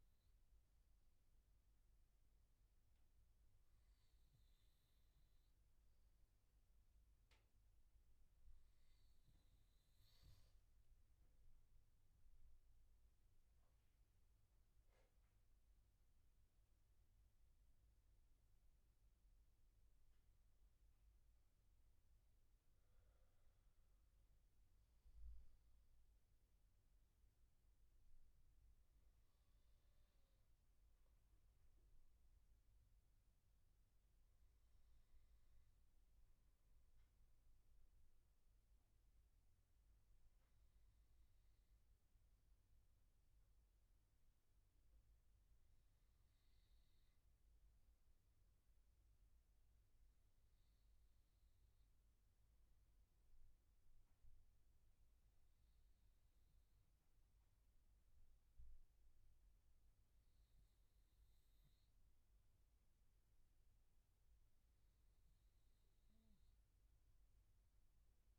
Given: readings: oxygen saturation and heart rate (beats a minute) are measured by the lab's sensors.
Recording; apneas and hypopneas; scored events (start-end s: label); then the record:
breathing in sleep, hard to hear, by a room microphone; none
none scored
From the record:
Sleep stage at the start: N2 (light sleep); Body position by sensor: on the right side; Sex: male